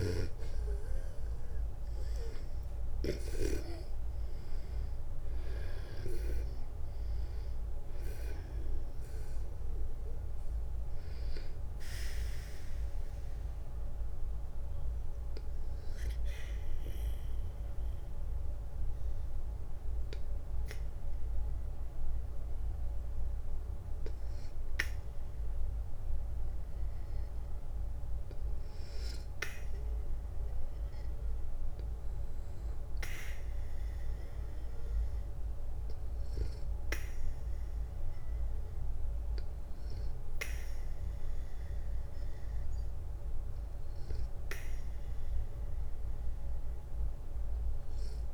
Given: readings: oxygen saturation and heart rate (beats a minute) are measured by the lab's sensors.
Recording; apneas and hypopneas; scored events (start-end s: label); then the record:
breathing in sleep by a room microphone; 1
0.00-3.00 s: snoring (device-marked)
0.00-18.50 s: oxygen desaturation (device-marked, oxygen 88% lowest, heart rate 58 extreme)
1.50-6.00 s: arousal
14.00-27.50 s: hypopnea (oxygen 91% before, 87% lowest, heart rate 66 before, 58 extreme, up 11 after)
31.00-34.50 s: arousal
From the record:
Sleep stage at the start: N2 (light sleep); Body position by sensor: on the back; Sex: male